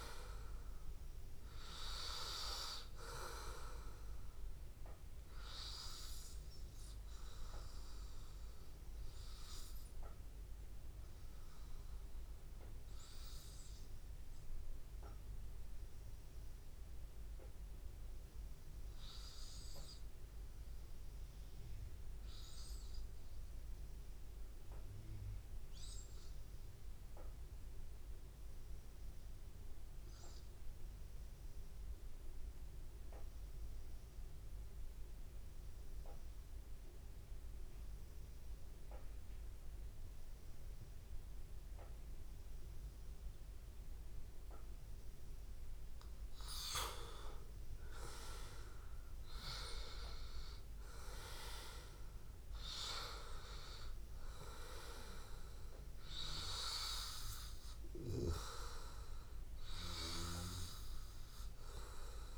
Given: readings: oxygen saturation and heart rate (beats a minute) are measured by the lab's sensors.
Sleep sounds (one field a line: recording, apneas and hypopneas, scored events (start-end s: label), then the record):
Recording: breathing in sleep by a room microphone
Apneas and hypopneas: 1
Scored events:
0.00-13.50 s: oxygen desaturation (device-marked, oxygen 91% lowest, heart rate 82 extreme)
6.00-47.00 s: obstructive apnea (oxygen 96% before, 91% lowest, heart rate 84 before, 81 extreme, up 3 after)
41.50-62.38 s: oxygen desaturation (device-marked, oxygen 97% before, 93% lowest, heart rate 83 before, 81 extreme)
48.50-52.00 s: arousal
From the record:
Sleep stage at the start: N2 (light sleep)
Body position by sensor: on the back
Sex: male